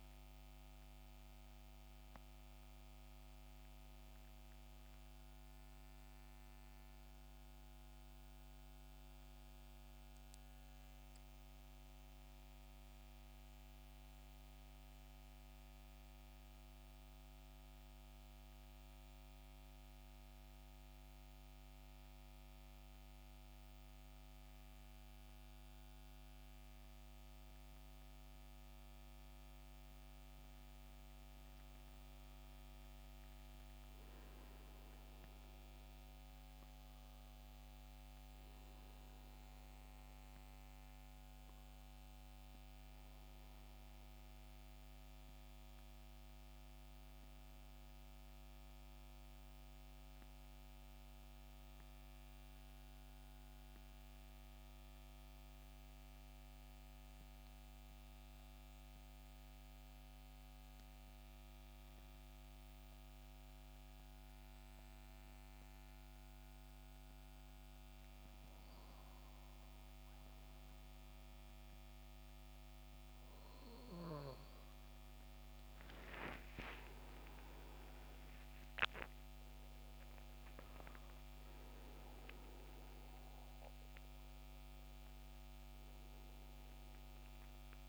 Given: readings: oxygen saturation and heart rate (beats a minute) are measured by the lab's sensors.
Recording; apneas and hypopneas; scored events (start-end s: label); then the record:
breathing in sleep, hard to hear, by a microphone on the trachea; 2
0.00-16.50 s: oxygen desaturation (device-marked, oxygen 84% lowest, heart rate 67 extreme)
18.00-29.00 s: hypopnea (oxygen 93% before, 85% lowest, heart rate 74 before, 67 extreme, up 10 after)
32.50-37.00 s: arousal
34.50-54.50 s: oxygen desaturation (device-marked, oxygen 92% before, 85% lowest, heart rate 68 before, 65 extreme)
56.50-67.00 s: central apnea (oxygen 92% before, 85% lowest, heart rate 74 before, 65 extreme, up 2 after)
73.50-87.89 s: oxygen desaturation (device-marked, oxygen 93% before, 85% lowest, heart rate 67 before, 67 extreme)
75.00-80.00 s: arousal
From the record:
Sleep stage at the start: N2 (light sleep); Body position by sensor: on the back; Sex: male